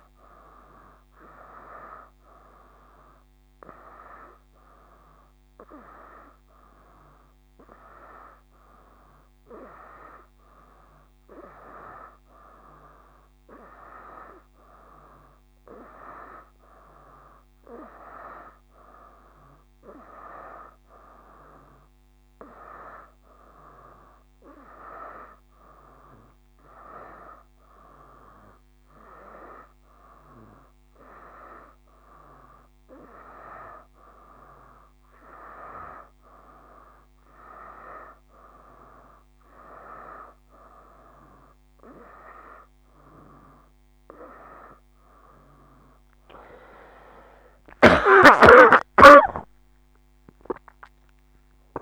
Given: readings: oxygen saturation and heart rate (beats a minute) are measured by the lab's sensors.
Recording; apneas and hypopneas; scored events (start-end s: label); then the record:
breathing in sleep by a microphone on the trachea; none
46.50-50.50 s: arousal
49.50-51.50 s: long interval between heartbeats (device-marked, heart rate 72 before, 79 extreme)
From the record:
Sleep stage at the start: N2 (light sleep); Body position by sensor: on the back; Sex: male